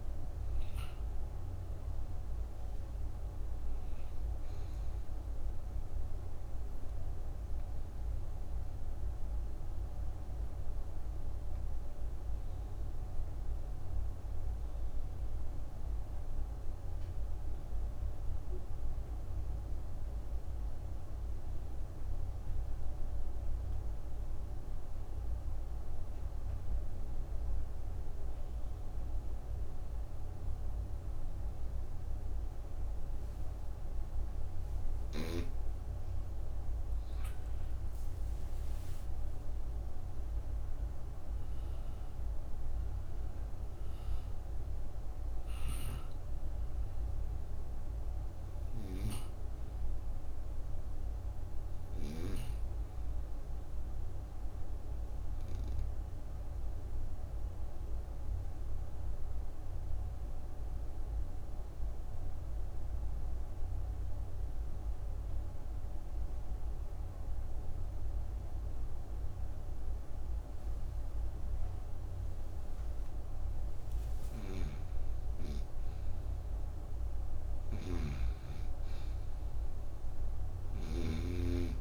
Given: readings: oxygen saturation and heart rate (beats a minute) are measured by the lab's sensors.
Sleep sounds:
breathing in sleep, hard to hear, by a room microphone; 2
0.00-20.50 s: oxygen desaturation (device-marked, oxygen 85% lowest)
6.50-34.00 s: obstructive apnea (oxygen 98% before, 85% lowest)
35.50-39.00 s: arousal
35.50-65.50 s: oxygen desaturation (device-marked, oxygen 98% before, 88% lowest)
54.00-73.00 s: obstructive apnea (oxygen 98% before, 88% lowest)
74.50-78.00 s: arousal
77.50-81.81 s: snoring (device-marked)
From the record:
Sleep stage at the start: N2 (light sleep); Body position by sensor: on the right side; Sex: female

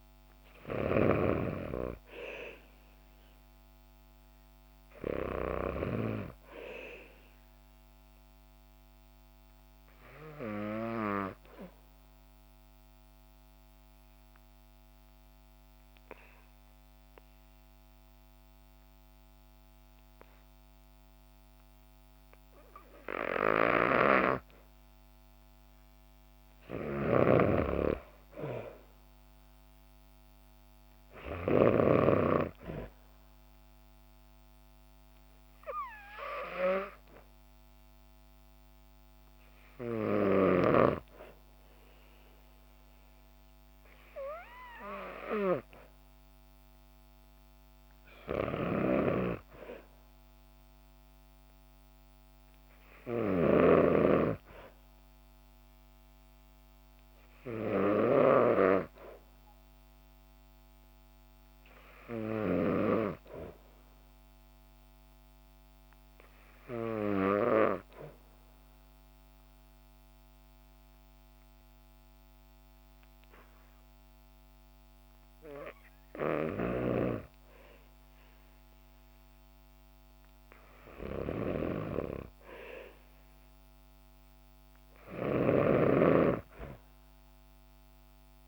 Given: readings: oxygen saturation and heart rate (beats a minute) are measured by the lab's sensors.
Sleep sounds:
breathing in sleep by a microphone on the trachea; 2
0.00-1.00 s: snoring (device-marked)
0.00-1.50 s: arousal
3.00-21.00 s: oxygen desaturation (device-marked, oxygen 97% before, 93% lowest, heart rate 62 before, 59 extreme)
12.00-24.00 s: obstructive apnea (oxygen 97% before, 90% lowest, heart rate 62 before, 59 extreme, up 1 after)
23.50-32.00 s: snoring (device-marked)
28.00-32.00 s: arousal
31.00-47.00 s: oxygen desaturation (device-marked, oxygen 97% before, 90% lowest, heart rate 61 before, 60 extreme)
48.50-63.00 s: snoring (device-marked)
68.00-78.00 s: obstructive apnea (oxygen 97% before, 92% lowest, heart rate 64 before, 60 extreme)
76.50-85.50 s: snoring (device-marked)
79.50-83.00 s: arousal
82.00-88.48 s: oxygen desaturation (device-marked, oxygen 96% before, 92% lowest, heart rate 63 before, 60 extreme)
From the record:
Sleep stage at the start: N2 (light sleep); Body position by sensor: on the back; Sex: female

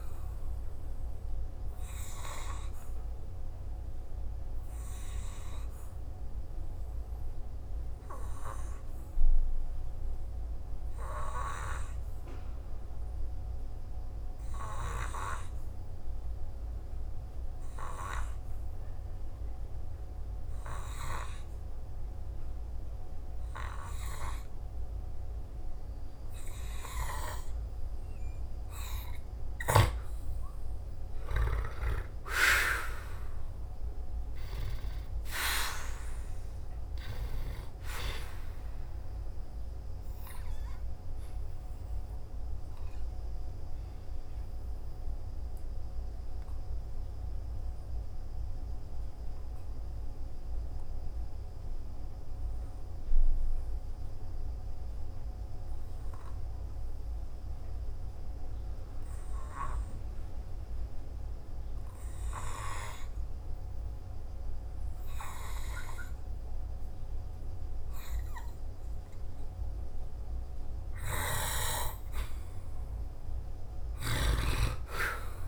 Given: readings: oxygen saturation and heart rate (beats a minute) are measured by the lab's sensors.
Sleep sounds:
breathing in sleep by a room microphone; 2
5.00-27.50 s: hypopnea (oxygen 97% before, 90% lowest, heart rate 55 before, 53 extreme, up 3 after)
6.50-23.50 s: oxygen desaturation (device-marked, oxygen 97% before, 90% lowest, heart rate 55 before, 53 extreme)
30.00-34.50 s: arousal
43.00-69.50 s: hypopnea (oxygen 97% before, 88% lowest, heart rate 55 before, 52 extreme, up 4 after)
61.50-73.50 s: oxygen desaturation (device-marked, oxygen 95% before, 91% lowest, heart rate 57 before, 52 extreme)
73.00-75.48 s: arousal
From the record:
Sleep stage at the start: N2 (light sleep); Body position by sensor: on the back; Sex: male

